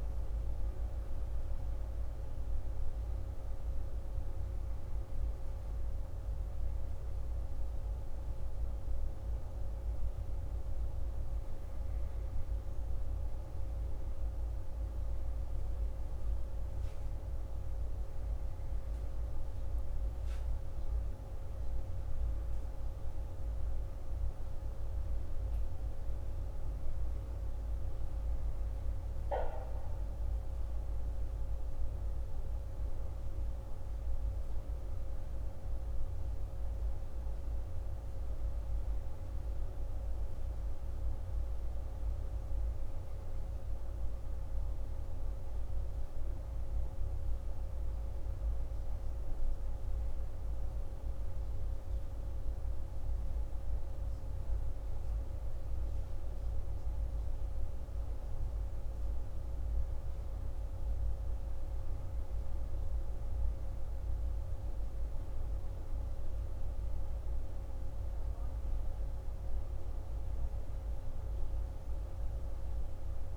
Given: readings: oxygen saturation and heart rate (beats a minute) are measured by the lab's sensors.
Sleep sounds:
breathing in sleep, hard to hear, by a room microphone; none
none scored
From the record:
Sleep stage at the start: N1 (lightest sleep); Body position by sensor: on the back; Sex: male

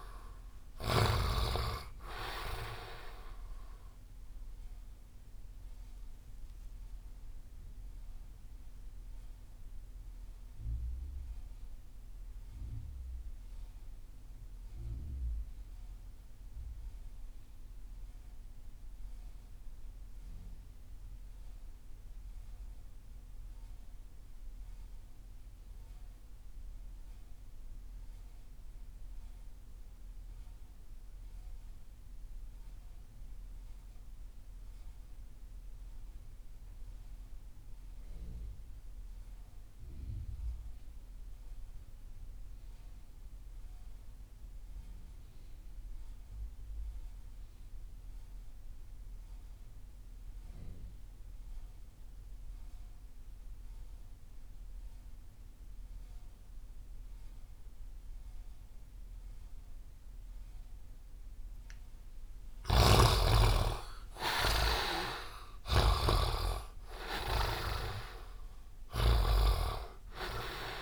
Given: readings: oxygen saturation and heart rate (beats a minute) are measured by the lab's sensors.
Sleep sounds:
breathing in sleep by a room microphone; 1
0.00-1.50 s: snoring (device-marked)
0.00-18.50 s: oxygen desaturation (device-marked, oxygen 62% lowest)
5.00-62.00 s: mixed apnea (oxygen 91% before, 54% lowest)
29.50-70.82 s: oxygen desaturation (device-marked, oxygen 100% before, 54% lowest)
62.50-69.50 s: snoring (device-marked)
63.50-67.00 s: arousal
From the record:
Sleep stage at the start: REM sleep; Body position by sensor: on the right side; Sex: male

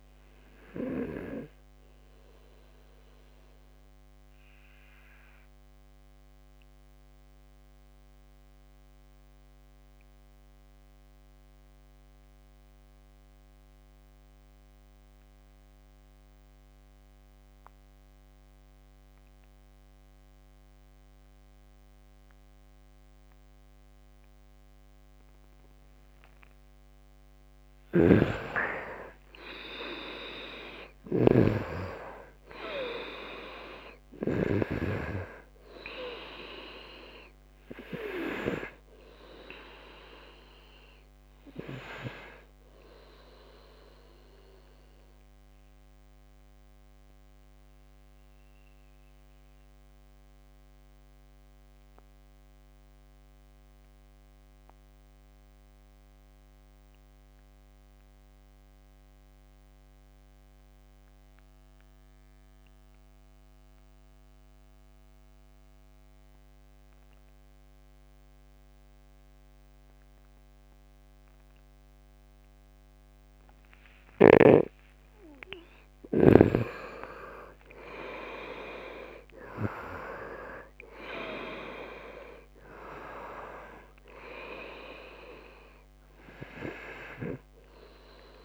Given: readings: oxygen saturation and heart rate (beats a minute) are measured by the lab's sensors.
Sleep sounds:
breathing in sleep by a microphone on the trachea; 2
0.00-14.00 s: oxygen desaturation (device-marked, oxygen 88% lowest, heart rate 71 extreme)
2.50-26.50 s: obstructive apnea (oxygen 98% before, 86% lowest, heart rate 78 before, 71 extreme, up 6 after)
27.00-34.00 s: snoring (device-marked)
29.00-55.00 s: oxygen desaturation (device-marked, oxygen 98% before, 86% lowest, heart rate 75 before, 67 extreme)
30.00-33.50 s: arousal
44.50-73.50 s: obstructive apnea (oxygen 99% before, 86% lowest, heart rate 77 before, 67 extreme, up 10 after)
74.00-88.45 s: oxygen desaturation (device-marked, oxygen 97% before, 87% lowest, heart rate 71 before, 68 extreme)
76.00-79.50 s: arousal
From the record:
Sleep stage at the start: N2 (light sleep); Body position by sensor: on the right side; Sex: male

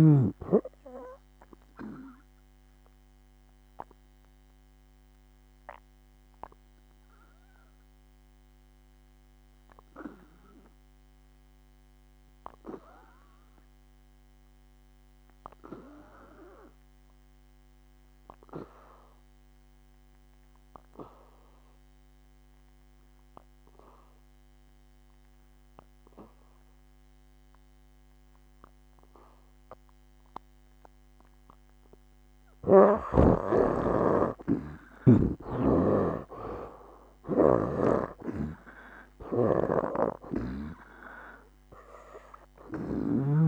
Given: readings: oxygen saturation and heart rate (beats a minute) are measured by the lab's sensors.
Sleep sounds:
breathing in sleep by a microphone on the trachea; 1
0.00-24.00 s: oxygen desaturation (device-marked, oxygen 73% lowest, heart rate 58 extreme)
2.00-31.50 s: obstructive apnea (oxygen 95% before, 73% lowest, heart rate 64 before, 58 extreme, up 10 after)
30.00-43.48 s: oxygen desaturation (device-marked, oxygen 97% before, 76% lowest, heart rate 61 before, 58 extreme)
34.00-37.00 s: arousal
35.50-43.48 s: snoring (device-marked)
From the record:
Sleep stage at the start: N2 (light sleep); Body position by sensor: on the back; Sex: male

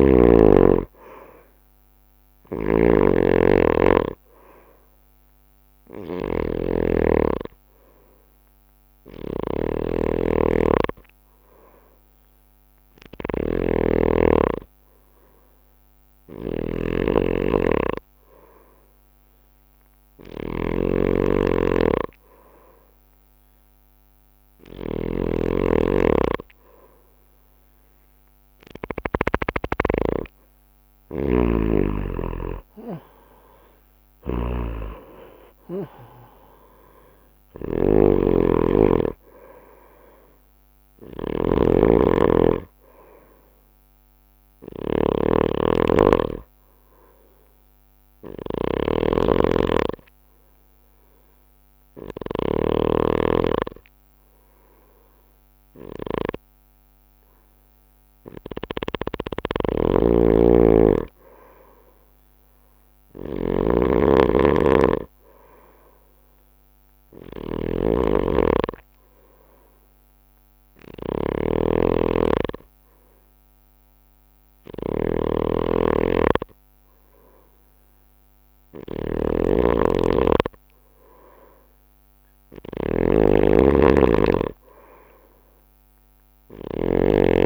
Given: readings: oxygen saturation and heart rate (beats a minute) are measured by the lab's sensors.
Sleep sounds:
breathing in sleep by a microphone on the trachea; 3
0.00-29.50 s: snoring (device-marked)
0.50-3.50 s: arousal
6.00-18.50 s: hypopnea (oxygen 96% before, 92% lowest)
21.50-24.50 s: arousal
31.50-87.45 s: snoring (device-marked)
49.00-59.50 s: hypopnea (oxygen 94% before, 92% lowest)
61.50-65.00 s: arousal
69.00-79.50 s: hypopnea (oxygen 99% before, 93% lowest)
80.00-87.45 s: oxygen desaturation (device-marked, oxygen 96% before, 93% lowest)
From the record:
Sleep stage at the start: N2 (light sleep); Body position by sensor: on the right side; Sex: male

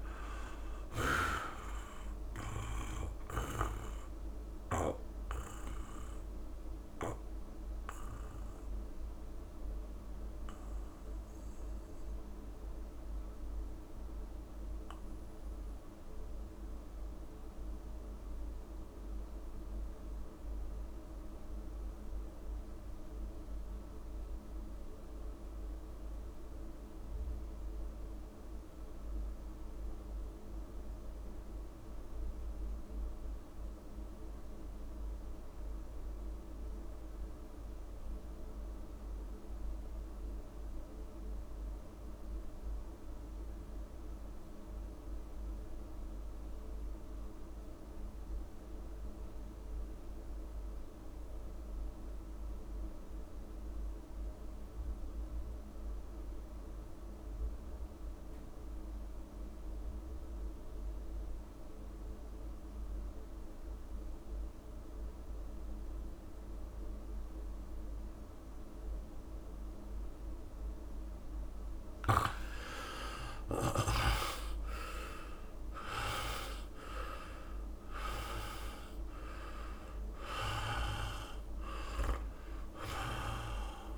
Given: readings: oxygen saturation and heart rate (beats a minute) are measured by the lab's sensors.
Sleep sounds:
breathing in sleep by a room microphone; 1
0.00-4.50 s: snoring (device-marked)
0.00-20.00 s: oxygen desaturation (device-marked, oxygen 85% lowest)
4.00-70.50 s: obstructive apnea (oxygen 97% before, 70% lowest)
6.00-83.98 s: new sleep stage, REM sleep
33.00-83.98 s: oxygen desaturation (device-marked, oxygen 99% before, 70% lowest)
72.00-77.00 s: arousal
From the record:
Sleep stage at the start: N2 (light sleep); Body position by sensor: on the back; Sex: male

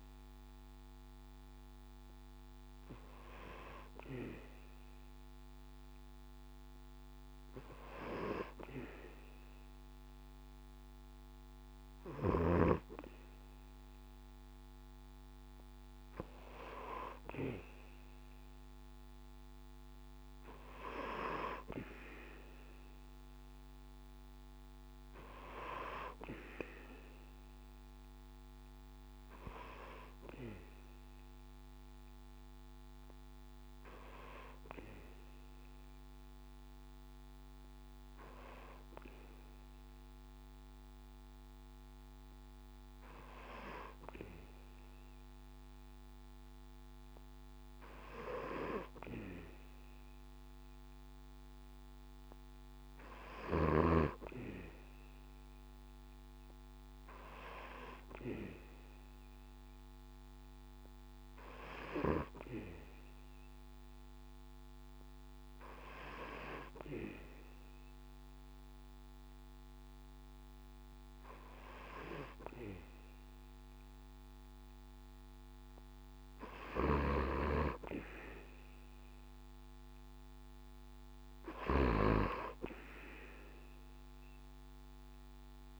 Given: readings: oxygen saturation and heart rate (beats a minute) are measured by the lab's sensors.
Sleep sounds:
breathing in sleep by a microphone on the trachea; none
none scored
From the record:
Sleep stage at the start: N2 (light sleep); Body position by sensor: on the back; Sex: male

